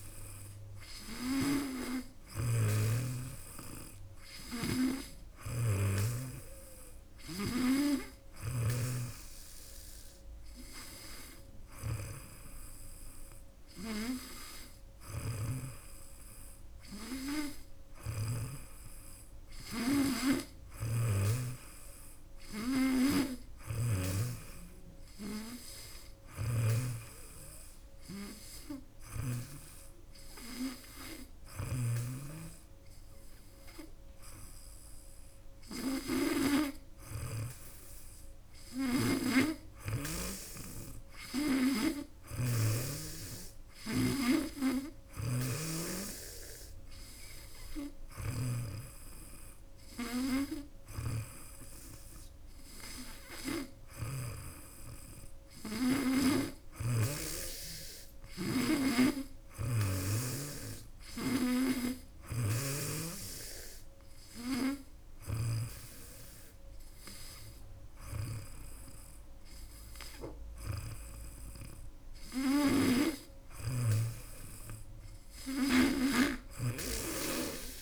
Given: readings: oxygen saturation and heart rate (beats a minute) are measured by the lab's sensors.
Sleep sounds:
breathing in sleep by a room microphone; none
1.00-7.50 s: snoring (device-marked)
15.00-18.50 s: snoring (device-marked)
20.50-24.00 s: snoring (device-marked)
43.50-57.00 s: snoring (device-marked)
59.00-65.50 s: snoring (device-marked)
72.00-77.82 s: snoring (device-marked)
From the record:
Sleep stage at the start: N2 (light sleep); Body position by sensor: on the back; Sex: female

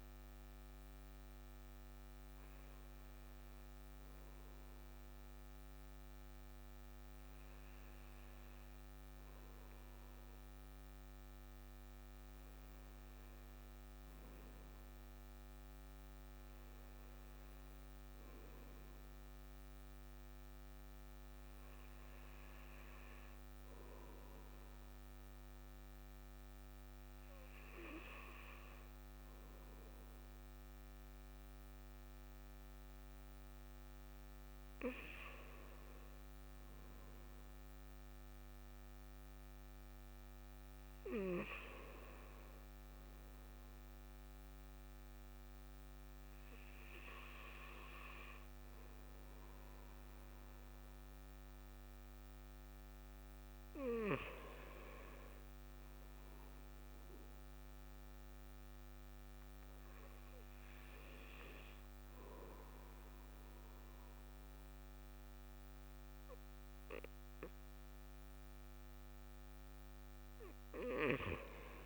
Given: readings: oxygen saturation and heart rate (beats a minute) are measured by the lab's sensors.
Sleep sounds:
breathing in sleep by a microphone on the trachea; none
none scored
From the record:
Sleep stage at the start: N2 (light sleep); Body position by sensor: on the right side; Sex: male

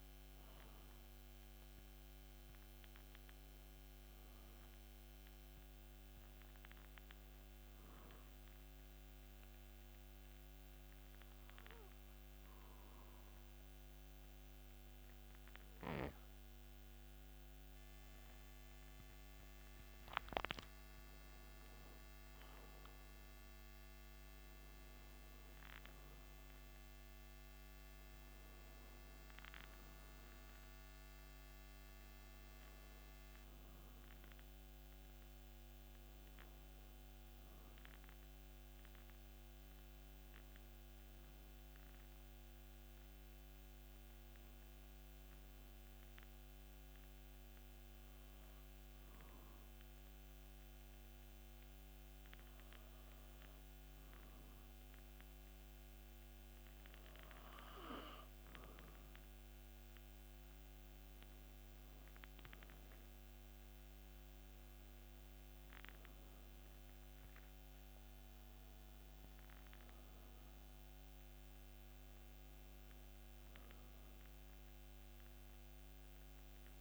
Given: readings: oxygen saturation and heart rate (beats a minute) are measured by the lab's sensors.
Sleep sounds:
breathing in sleep, hard to hear, by a microphone on the trachea; 2
6.00-19.50 s: hypopnea (oxygen 97% before, 94% lowest)
23.00-27.00 s: arousal
41.00-57.00 s: hypopnea (oxygen 97% before, 94% lowest)
61.00-64.50 s: arousal
From the record:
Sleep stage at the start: N2 (light sleep); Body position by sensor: on the back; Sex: male

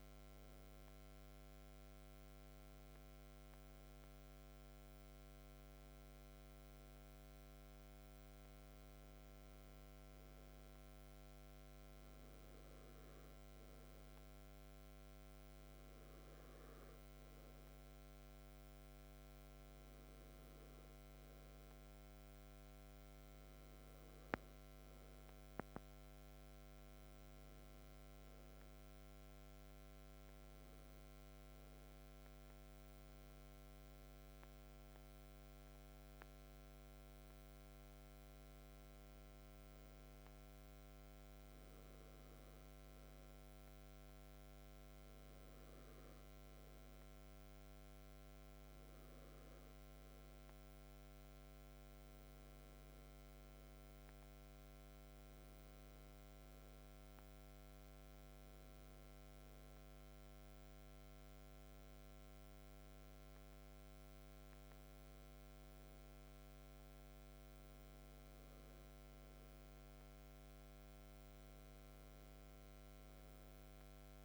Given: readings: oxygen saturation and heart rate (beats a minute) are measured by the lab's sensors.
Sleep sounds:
breathing in sleep, hard to hear, by a microphone on the trachea; none
none scored
From the record:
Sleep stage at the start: REM sleep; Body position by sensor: on the back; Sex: male

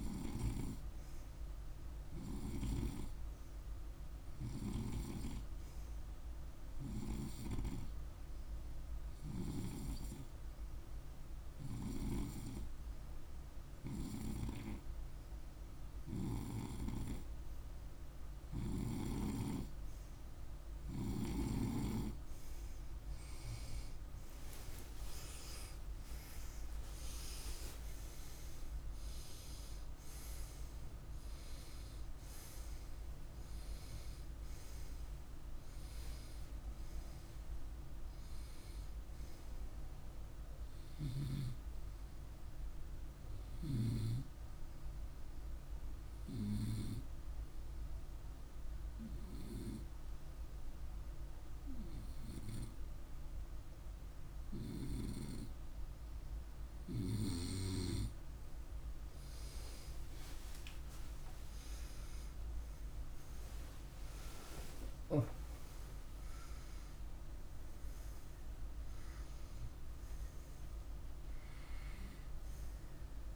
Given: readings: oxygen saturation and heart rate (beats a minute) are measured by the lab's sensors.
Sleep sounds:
breathing in sleep by a room microphone; 2
4.00-18.50 s: hypopnea (oxygen 97% before, 95% lowest, heart rate 51 before, 50 extreme, up 2 after)
23.00-28.00 s: arousal
44.50-59.00 s: hypopnea (oxygen 97% before, 95% lowest, heart rate 58 before, 47 extreme, up 6 after)
60.00-65.50 s: arousal
From the record:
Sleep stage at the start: N2 (light sleep); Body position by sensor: on the right side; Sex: male

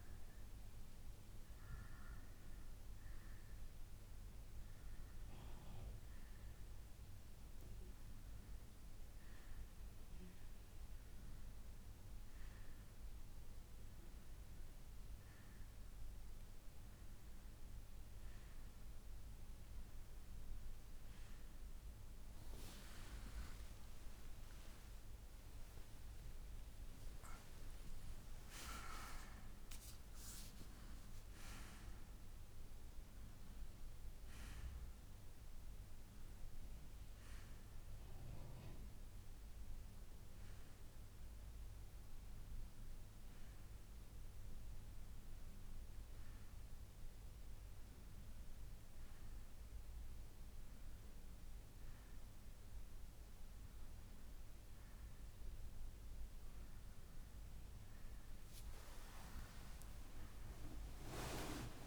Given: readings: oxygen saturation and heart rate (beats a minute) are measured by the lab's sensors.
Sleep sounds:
breathing in sleep by a room microphone; none
18.50-48.50 s: new sleep stage, N1 (lightest sleep)
21.50-25.50 s: arousal
48.50-61.87 s: new sleep stage, N2 (light sleep)
From the record:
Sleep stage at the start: N2 (light sleep); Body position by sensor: on the right side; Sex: male

